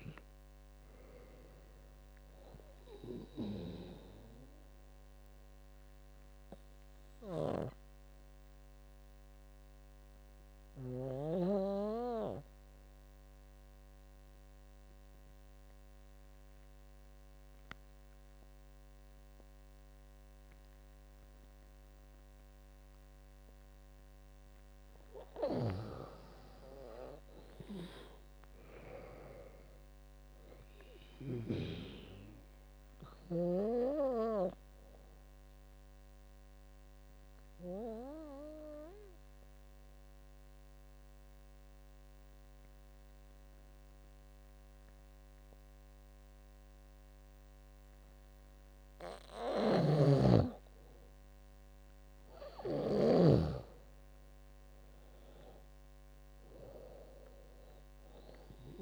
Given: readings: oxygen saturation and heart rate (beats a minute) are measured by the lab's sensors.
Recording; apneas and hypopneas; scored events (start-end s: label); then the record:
breathing in sleep by a microphone on the trachea; 2
0.00-8.50 s: drop in pulse transit time (device-marked, heart rate 74 extreme)
3.50-11.00 s: snoring (device-marked)
3.50-17.50 s: oxygen desaturation (device-marked, oxygen 98% before, 92% lowest, heart rate 82 before, 71 extreme)
6.00-23.00 s: obstructive apnea (oxygen 98% before, 89% lowest, heart rate 82 before, 70 extreme, up 16 after)
25.00-31.50 s: snoring (device-marked)
25.50-29.50 s: arousal
27.50-38.50 s: drop in pulse transit time (device-marked, heart rate 75 before, 75 extreme)
30.50-47.50 s: oxygen desaturation (device-marked, oxygen 98% before, 89% lowest, heart rate 77 before, 68 extreme)
35.00-48.50 s: obstructive apnea (oxygen 99% before, 89% lowest, heart rate 79 before, 68 extreme, up 17 after)
49.50-53.00 s: snoring (device-marked)
50.00-52.50 s: arousal
52.50-58.82 s: drop in pulse transit time (device-marked, heart rate 75 before, 76 extreme)
57.50-58.82 s: oxygen desaturation (device-marked, oxygen 98% before, 92% lowest, heart rate 75 before, 68 extreme)
From the record:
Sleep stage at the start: N2 (light sleep); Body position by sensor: on the back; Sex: female